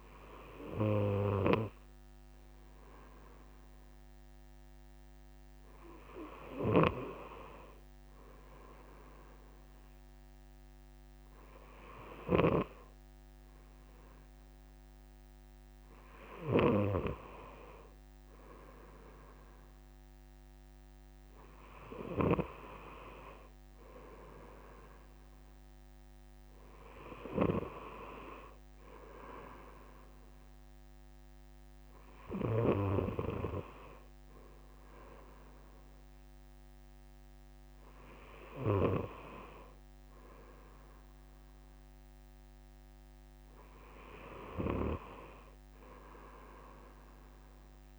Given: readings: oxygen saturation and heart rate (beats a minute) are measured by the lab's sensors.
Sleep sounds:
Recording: breathing in sleep by a microphone on the trachea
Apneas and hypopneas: none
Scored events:
6.50-33.00 s: snoring (device-marked)
From the record:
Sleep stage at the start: N2 (light sleep)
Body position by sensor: on the right side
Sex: male

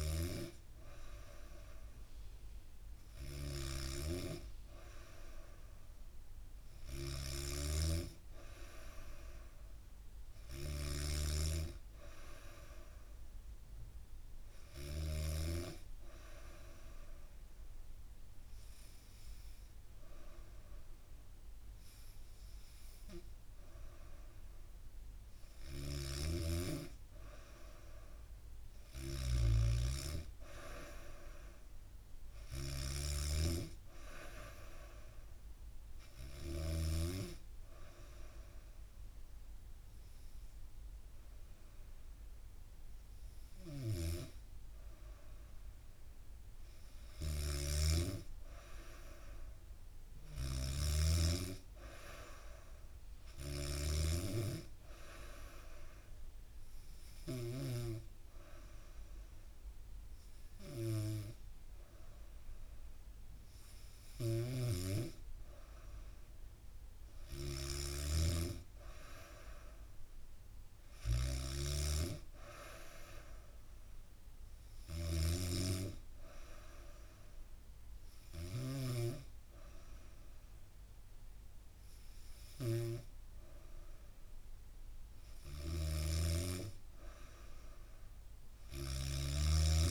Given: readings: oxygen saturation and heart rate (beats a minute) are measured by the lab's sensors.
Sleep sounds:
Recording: breathing in sleep by a room microphone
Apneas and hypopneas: 4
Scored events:
0.00-14.50 s: snoring (device-marked)
7.50-11.00 s: arousal
15.00-26.00 s: hypopnea (oxygen 95% before, 92% lowest, heart rate 72 before, 69 extreme, up 2 after)
18.00-89.91 s: new sleep stage, N3 (deep sleep)
25.00-36.00 s: snoring (device-marked)
28.00-32.50 s: arousal
35.00-46.50 s: hypopnea (oxygen 94% before, 92% lowest, heart rate 70 before, 67 extreme, up 2 after)
43.00-57.00 s: snoring (device-marked)
47.00-51.50 s: arousal
54.00-66.00 s: hypopnea (oxygen 94% before, 92% lowest, heart rate 71 before, 67 extreme, up 0 after)
63.50-78.00 s: snoring (device-marked)
68.00-70.50 s: arousal
74.50-85.50 s: hypopnea (oxygen 94% before, 92% lowest, heart rate 71 before, 68 extreme, up 1 after)
85.00-89.91 s: snoring (device-marked)
87.00-89.91 s: arousal
From the record:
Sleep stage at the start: N2 (light sleep)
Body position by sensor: on the back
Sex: female

